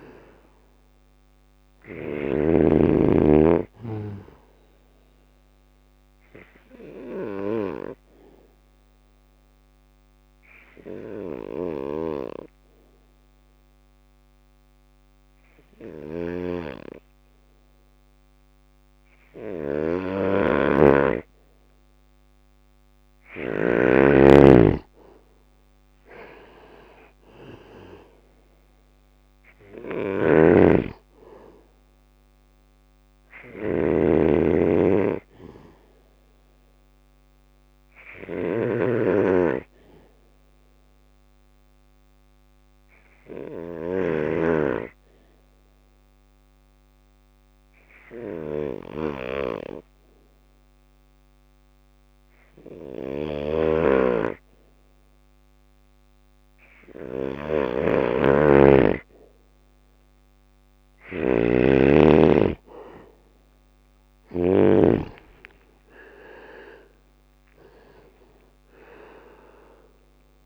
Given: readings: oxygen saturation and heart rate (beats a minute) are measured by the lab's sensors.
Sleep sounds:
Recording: breathing in sleep by a microphone on the trachea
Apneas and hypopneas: 2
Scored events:
0.00-8.50 s: drop in pulse transit time (device-marked, heart rate 58 extreme)
3.50-16.50 s: bradycardia (device-marked, heart rate 60 before, 57 extreme)
3.50-18.50 s: obstructive apnea (oxygen 97% before, 93% lowest, heart rate 61 before, 57 extreme, up 3 after)
15.00-22.50 s: snoring (device-marked)
18.50-22.50 s: bradycardia (device-marked, heart rate 60 before, 59 extreme)
20.50-24.00 s: arousal
22.50-35.50 s: drop in pulse transit time (device-marked, heart rate 59 before, 59 extreme)
28.50-63.50 s: snoring (device-marked)
32.50-49.50 s: bradycardia (device-marked, heart rate 60 before, 58 extreme)
36.50-56.00 s: obstructive apnea (oxygen 98% before, 93% lowest, heart rate 60 before, 59 extreme, up 3 after)
50.50-53.50 s: bradycardia (device-marked, heart rate 60 before, 59 extreme)
58.50-62.50 s: arousal
60.50-70.46 s: oxygen desaturation (device-marked, oxygen 98% before, 93% lowest, heart rate 59 before, 58 extreme)
63.50-70.46 s: drop in pulse transit time (device-marked, heart rate 60 before, 61 extreme)
From the record:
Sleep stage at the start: N2 (light sleep)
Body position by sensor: on the back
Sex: male

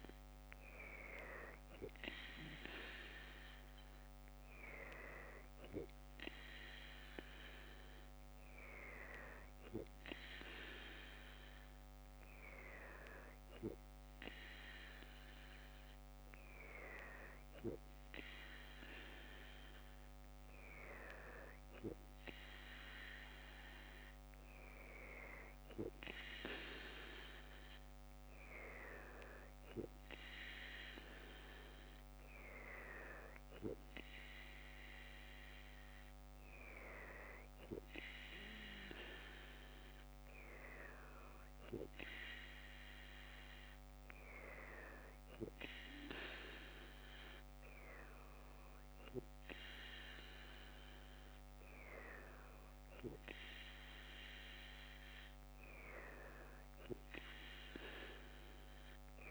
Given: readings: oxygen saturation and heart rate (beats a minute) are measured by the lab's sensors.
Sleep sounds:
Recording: breathing in sleep by a microphone on the trachea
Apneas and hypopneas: none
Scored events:
none scored
From the record:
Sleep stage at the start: N2 (light sleep)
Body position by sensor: on the left side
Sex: female

